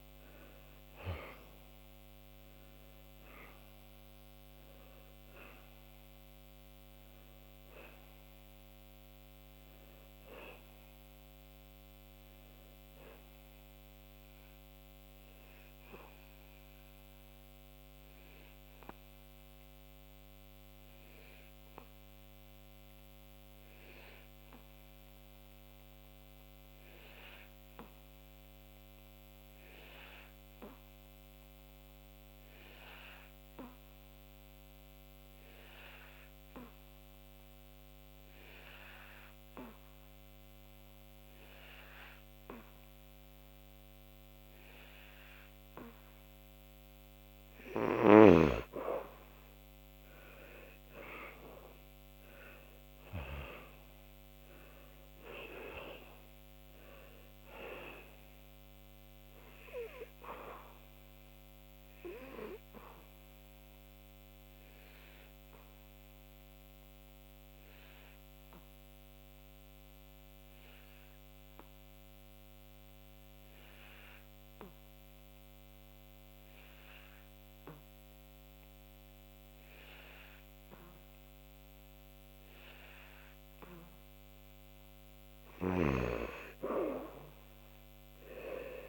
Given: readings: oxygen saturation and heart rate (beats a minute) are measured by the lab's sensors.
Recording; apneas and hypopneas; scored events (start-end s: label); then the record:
breathing in sleep by a microphone on the trachea; 2
0.00-2.50 s: arousal
0.00-24.50 s: oxygen desaturation (device-marked, oxygen 86% lowest, heart rate 68 extreme)
13.50-46.00 s: obstructive apnea (oxygen 96% before, 85% lowest, heart rate 77 before, 69 extreme, up 10 after)
39.50-74.50 s: oxygen desaturation (device-marked, oxygen 98% before, 85% lowest, heart rate 75 before, 69 extreme)
49.00-54.00 s: arousal
62.50-83.50 s: obstructive apnea (oxygen 98% before, 84% lowest, heart rate 76 before, 70 extreme, up 5 after)
83.50-88.89 s: oxygen desaturation (device-marked, oxygen 98% before, 86% lowest, heart rate 74 before, 70 extreme)
85.50-88.89 s: arousal
From the record:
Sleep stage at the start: N2 (light sleep); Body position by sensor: on the back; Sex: male